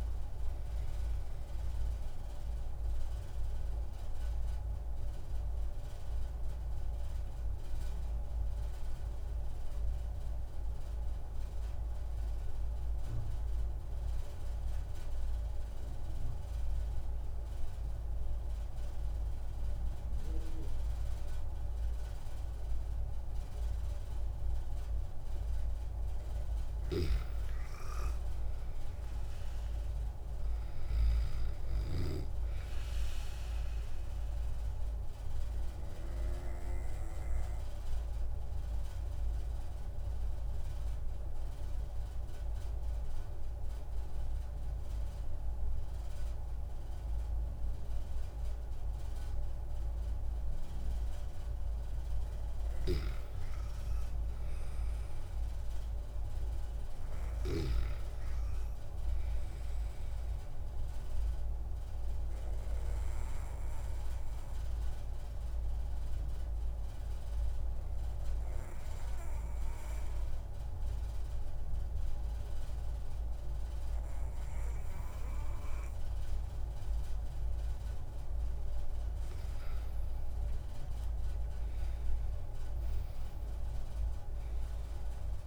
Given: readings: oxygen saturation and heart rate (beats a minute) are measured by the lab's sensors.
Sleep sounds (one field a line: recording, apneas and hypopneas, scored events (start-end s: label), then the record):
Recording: breathing in sleep, hard to hear, by a room microphone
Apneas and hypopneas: 3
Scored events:
3.00-26.50 s: obstructive apnea (oxygen 97% before, 92% lowest)
24.50-48.50 s: oxygen desaturation (device-marked, oxygen 97% before, 92% lowest)
28.00-31.50 s: arousal
35.50-51.00 s: obstructive apnea (oxygen 97% before, 92% lowest)
54.00-58.00 s: arousal
61.00-78.00 s: obstructive apnea (oxygen 97% before, 93% lowest)
81.50-85.47 s: arousal
From the record:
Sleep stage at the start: N2 (light sleep)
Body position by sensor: on the back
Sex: male